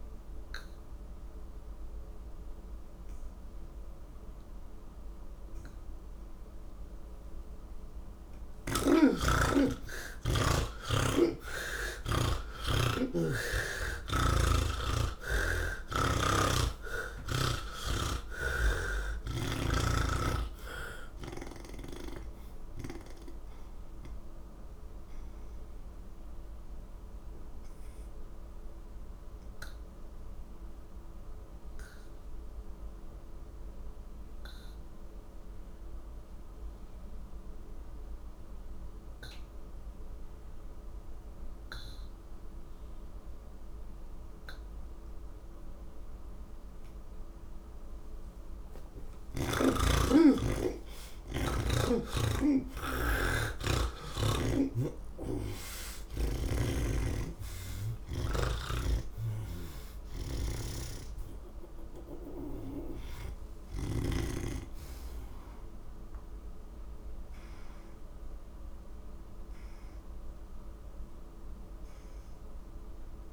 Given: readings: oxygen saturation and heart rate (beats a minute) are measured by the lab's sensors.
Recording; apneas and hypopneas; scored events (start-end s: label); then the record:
breathing in sleep by a room microphone; none
18.00-21.50 s: snoring (device-marked)
29.50-38.50 s: oxygen desaturation (device-marked, oxygen 92% before, 79% lowest, heart rate 77 before, 70 extreme)
49.50-55.50 s: oxygen desaturation (device-marked, oxygen 93% before, 89% lowest, heart rate 71 before, 69 extreme)
56.50-64.00 s: snoring (device-marked)
63.50-73.33 s: oxygen desaturation (device-marked, oxygen 93% before, 86% lowest, heart rate 76 before, 69 extreme)
From the record:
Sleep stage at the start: N1 (lightest sleep); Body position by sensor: on the back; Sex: male